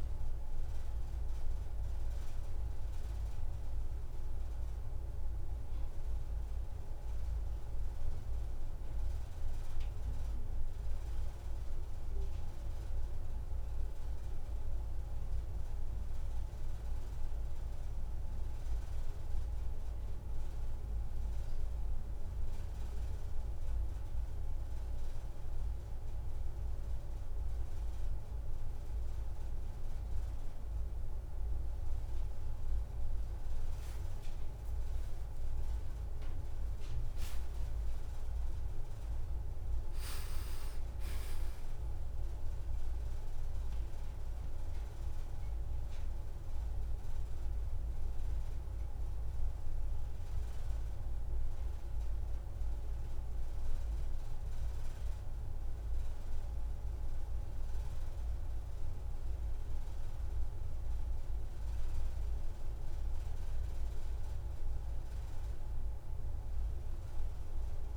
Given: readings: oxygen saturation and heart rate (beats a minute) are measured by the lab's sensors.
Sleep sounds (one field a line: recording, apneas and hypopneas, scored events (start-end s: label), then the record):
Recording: a person partly awake in a sleep study, hard to hear, by a room microphone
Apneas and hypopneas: none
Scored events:
1.00-3.00 s: long interval between heartbeats (device-marked, heart rate 42 before, 159 extreme)
21.00-51.00 s: new sleep stage, awake
51.00-67.97 s: new sleep stage, N1 (lightest sleep)
From the record:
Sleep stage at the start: N2 (light sleep)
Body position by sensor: on the back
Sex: female